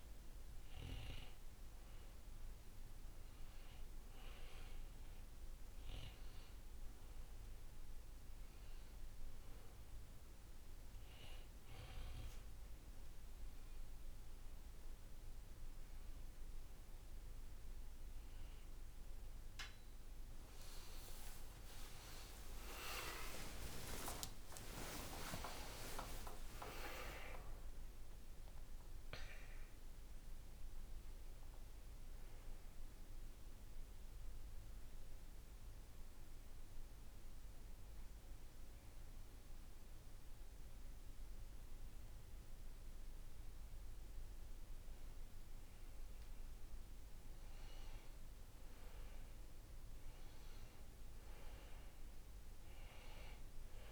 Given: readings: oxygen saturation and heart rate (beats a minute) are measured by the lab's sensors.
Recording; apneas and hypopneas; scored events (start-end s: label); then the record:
breathing in sleep by a room microphone; 1
22.50-28.50 s: arousal
33.00-45.00 s: hypopnea (oxygen 95% before, 92% lowest, heart rate 70 before, 54 extreme, up 4 after)
47.00-51.00 s: arousal
51.00-53.92 s: oxygen desaturation (device-marked, oxygen 99% before, 92% lowest, heart rate 64 before, 52 extreme)
From the record:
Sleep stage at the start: N2 (light sleep); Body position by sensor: on the back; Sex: male